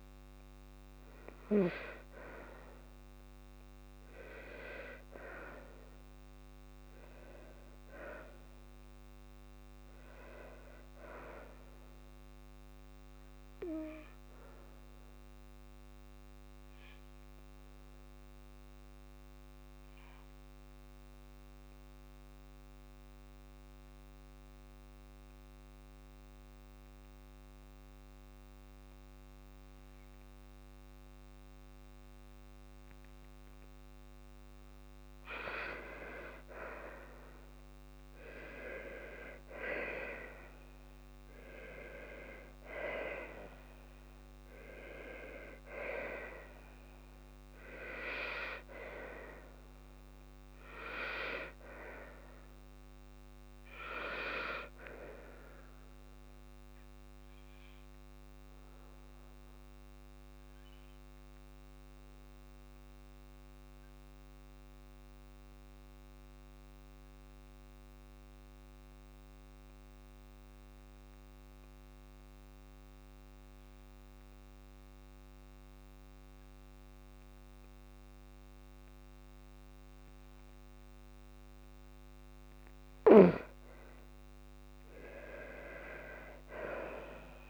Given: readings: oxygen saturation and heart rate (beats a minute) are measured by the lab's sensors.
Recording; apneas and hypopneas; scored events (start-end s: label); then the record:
breathing in sleep by a microphone on the trachea; 2
10.00-29.00 s: oxygen desaturation (device-marked, oxygen 98% before, 95% lowest, heart rate 57 before, 52 extreme)
17.00-33.00 s: obstructive apnea (oxygen 98% before, 90% lowest, heart rate 58 before, 52 extreme, up 7 after)
36.00-39.50 s: arousal
58.50-80.50 s: obstructive apnea (oxygen 97% before, 89% lowest, heart rate 59 before, 53 extreme, up 16 after)
66.00-78.00 s: oxygen desaturation (device-marked, oxygen 96% before, 90% lowest, heart rate 58 before, 53 extreme)
84.00-87.50 s: arousal
From the record:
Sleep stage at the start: N2 (light sleep); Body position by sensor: on the left side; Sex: female